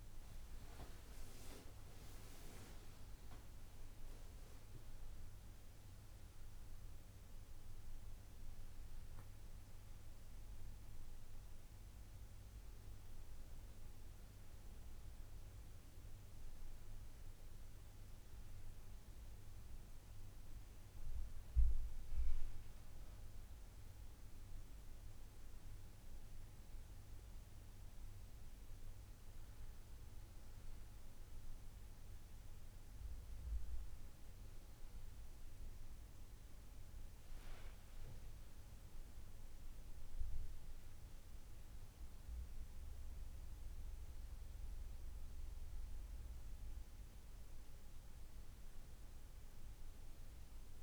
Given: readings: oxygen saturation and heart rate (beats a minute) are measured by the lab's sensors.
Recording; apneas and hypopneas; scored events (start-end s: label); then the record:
breathing in sleep, hard to hear, by a room microphone; none
37.50-42.50 s: arousal
From the record:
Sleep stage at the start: N1 (lightest sleep); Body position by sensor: on the back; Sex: male